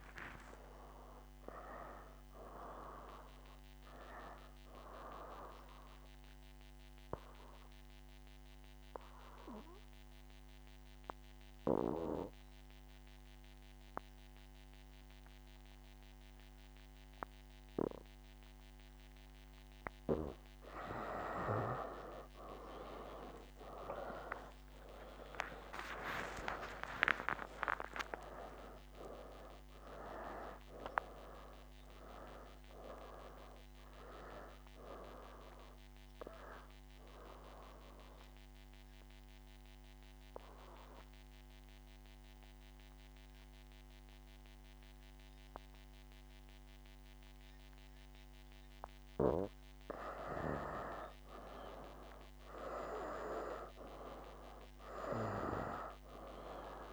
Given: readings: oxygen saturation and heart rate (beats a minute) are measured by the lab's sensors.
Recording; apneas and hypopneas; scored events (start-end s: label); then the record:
breathing in sleep by a microphone on the trachea; 2
0.00-25.00 s: oxygen desaturation (device-marked, oxygen 87% lowest, heart rate 63 extreme)
6.00-20.50 s: obstructive apnea (oxygen 97% before, 86% lowest, heart rate 73 before, 64 extreme, up 2 after)
25.00-30.00 s: arousal
36.00-49.00 s: oxygen desaturation (device-marked, oxygen 97% before, 86% lowest, heart rate 71 before, 63 extreme)
37.00-50.00 s: obstructive apnea (oxygen 97% before, 86% lowest, heart rate 71 before, 63 extreme, up 5 after)
52.50-55.50 s: arousal
From the record:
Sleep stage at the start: N2 (light sleep); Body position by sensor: on the back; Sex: male